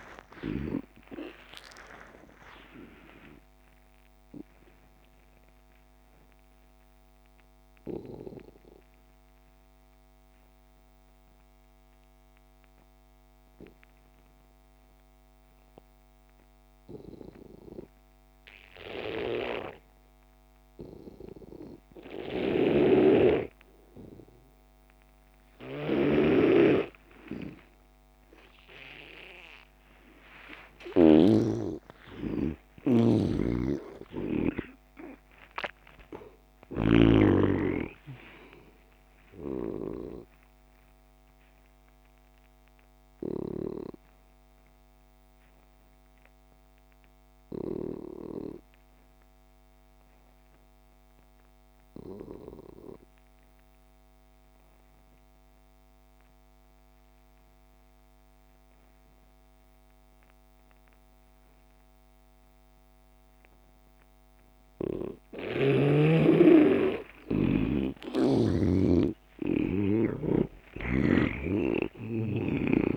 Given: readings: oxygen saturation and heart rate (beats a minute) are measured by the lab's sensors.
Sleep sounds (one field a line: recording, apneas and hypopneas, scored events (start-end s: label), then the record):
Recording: breathing in sleep by a microphone on the trachea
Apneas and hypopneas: 2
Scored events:
0.00-15.50 s: oxygen desaturation (device-marked, oxygen 83% lowest)
2.50-30.50 s: obstructive apnea (oxygen 99% before, 79% lowest)
23.00-31.50 s: snoring (device-marked)
27.50-53.50 s: oxygen desaturation (device-marked, oxygen 98% before, 86% lowest)
32.00-37.50 s: arousal
33.50-37.50 s: snoring (device-marked)
41.50-66.50 s: obstructive apnea (oxygen 98% before, 79% lowest)
64.50-72.97 s: oxygen desaturation (device-marked, oxygen 98% before, 79% lowest)
67.50-72.97 s: arousal
From the record:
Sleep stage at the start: N2 (light sleep)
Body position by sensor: on the back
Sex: male